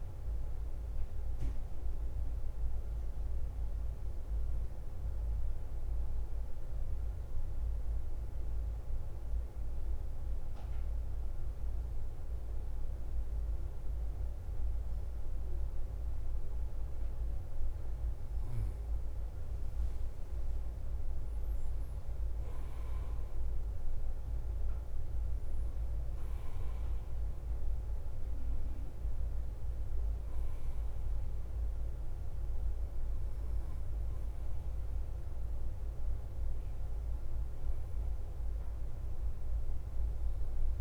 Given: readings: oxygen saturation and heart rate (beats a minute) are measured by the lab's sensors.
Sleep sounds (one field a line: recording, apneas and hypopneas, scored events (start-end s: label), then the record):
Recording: breathing in sleep, hard to hear, by a room microphone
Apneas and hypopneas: 1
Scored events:
0.00-40.81 s: bradycardia (device-marked, heart rate 48 extreme)
2.00-18.00 s: obstructive apnea (oxygen 95% before, 91% lowest, heart rate 55 before, 49 extreme, up 4 after)
21.00-25.00 s: arousal
39.00-40.81 s: oxygen desaturation (device-marked, oxygen 95% before, 91% lowest, heart rate 54 before, 49 extreme)
From the record:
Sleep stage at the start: N2 (light sleep)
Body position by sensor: on the right side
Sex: male